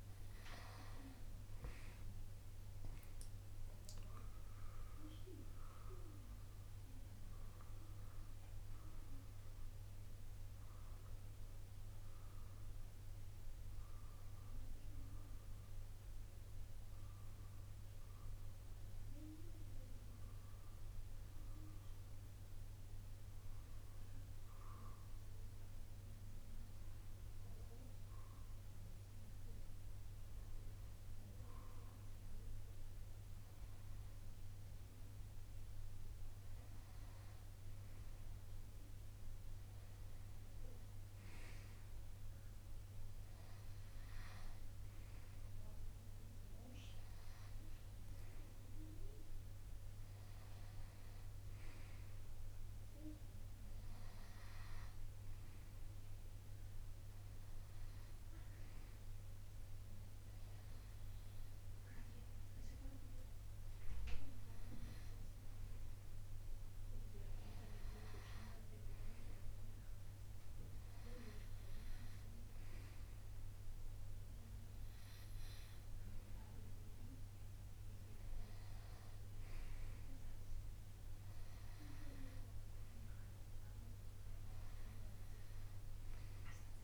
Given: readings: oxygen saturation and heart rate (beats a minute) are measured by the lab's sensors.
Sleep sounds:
breathing in sleep by a room microphone; none
6.00-11.00 s: arousal
From the record:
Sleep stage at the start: N2 (light sleep); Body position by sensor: on the right side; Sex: male

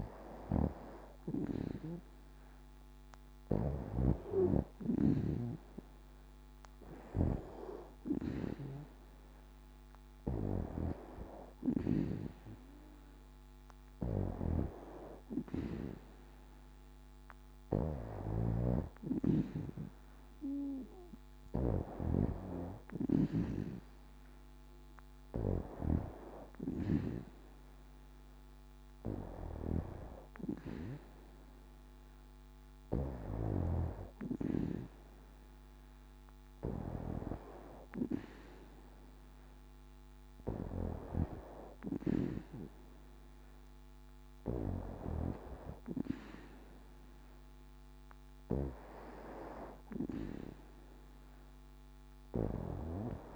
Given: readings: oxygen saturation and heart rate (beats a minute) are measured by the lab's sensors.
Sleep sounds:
breathing in sleep by a microphone on the trachea; none
14.00-21.50 s: snoring (device-marked)
From the record:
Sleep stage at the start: N2 (light sleep); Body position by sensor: on the back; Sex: female

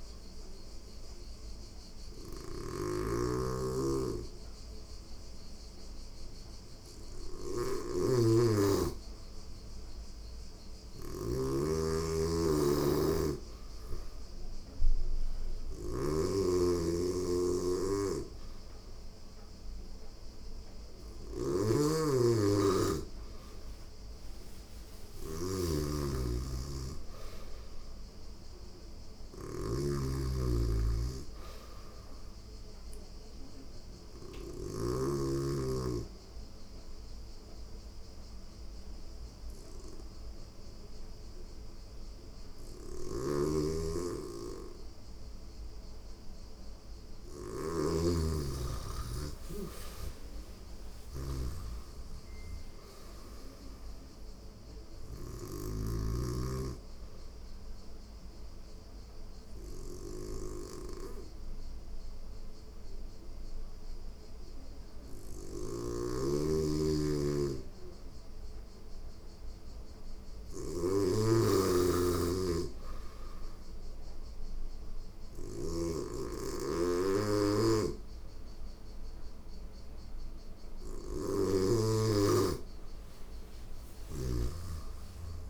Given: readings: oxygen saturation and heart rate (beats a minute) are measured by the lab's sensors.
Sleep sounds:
breathing in sleep by a room microphone; 2
0.00-10.50 s: snoring (device-marked)
15.00-34.00 s: snoring (device-marked)
26.00-29.50 s: arousal
30.50-46.50 s: oxygen desaturation (device-marked, oxygen 93% before, 90% lowest, heart rate 89 before, 87 extreme)
36.00-47.00 s: obstructive apnea (oxygen 94% before, 90% lowest, heart rate 90 before, 87 extreme, up 4 after)
42.00-47.00 s: snoring (device-marked)
48.50-51.50 s: arousal
49.00-55.00 s: snoring (device-marked)
56.50-66.50 s: obstructive apnea (oxygen 93% before, 90% lowest, heart rate 90 before, 87 extreme, up 1 after)
65.00-75.00 s: snoring (device-marked)
66.50-83.50 s: oxygen desaturation (device-marked, oxygen 94% before, 90% lowest, heart rate 89 before, 87 extreme)
68.00-71.50 s: arousal
77.00-85.50 s: snoring (device-marked)
From the record:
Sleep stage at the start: N2 (light sleep); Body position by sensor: on the back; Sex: female

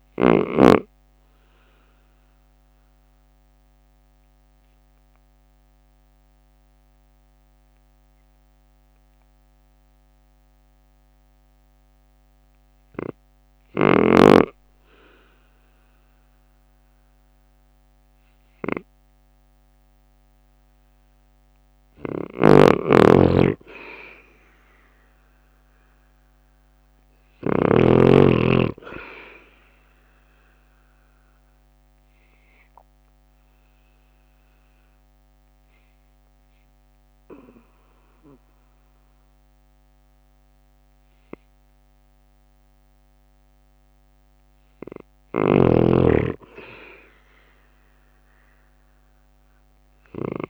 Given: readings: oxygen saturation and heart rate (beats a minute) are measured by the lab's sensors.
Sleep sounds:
breathing in sleep by a microphone on the trachea; 2
0.00-8.00 s: drop in pulse transit time (device-marked, heart rate 51 extreme)
1.00-18.50 s: obstructive apnea (oxygen 97% before, 90% lowest, heart rate 53 before, 48 extreme, up 6 after)
13.00-33.00 s: oxygen desaturation (device-marked, oxygen 96% before, 90% lowest, heart rate 51 before, 51 extreme)
20.50-24.50 s: arousal
22.00-27.50 s: snoring (device-marked)
22.00-38.00 s: drop in pulse transit time (device-marked, heart rate 51 before, 52 extreme)
30.50-44.00 s: obstructive apnea (oxygen 96% before, 91% lowest, heart rate 52 before, 49 extreme, up 5 after)
45.00-49.00 s: arousal
45.00-50.50 s: snoring (device-marked)
47.00-50.50 s: oxygen desaturation (device-marked, oxygen 97% before, 91% lowest, heart rate 53 before, 49 extreme)
From the record:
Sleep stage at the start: N2 (light sleep); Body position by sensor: on the right side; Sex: male

